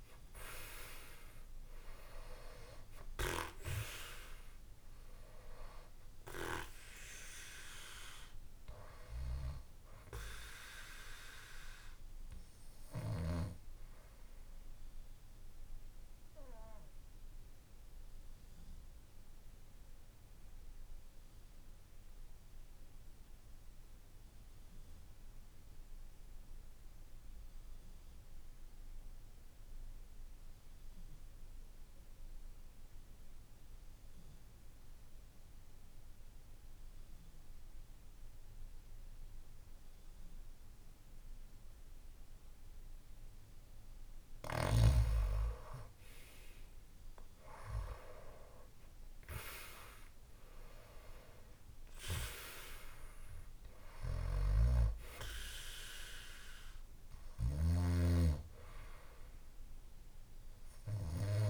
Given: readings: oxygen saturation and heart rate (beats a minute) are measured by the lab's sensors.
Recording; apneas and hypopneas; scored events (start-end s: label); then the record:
breathing in sleep by a room microphone; 1
1.00-28.00 s: oxygen desaturation (device-marked, oxygen 98% before, 88% lowest, heart rate 55 before, 54 extreme)
14.00-42.50 s: obstructive apnea (oxygen 98% before, 88% lowest, heart rate 59 before, 54 extreme, up 6 after)
45.00-49.00 s: arousal
46.00-61.49 s: oxygen desaturation (device-marked, oxygen 98% before, 88% lowest, heart rate 55 before, 53 extreme)
53.50-57.50 s: snoring (device-marked)
From the record:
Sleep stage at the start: N2 (light sleep); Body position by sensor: on the back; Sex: male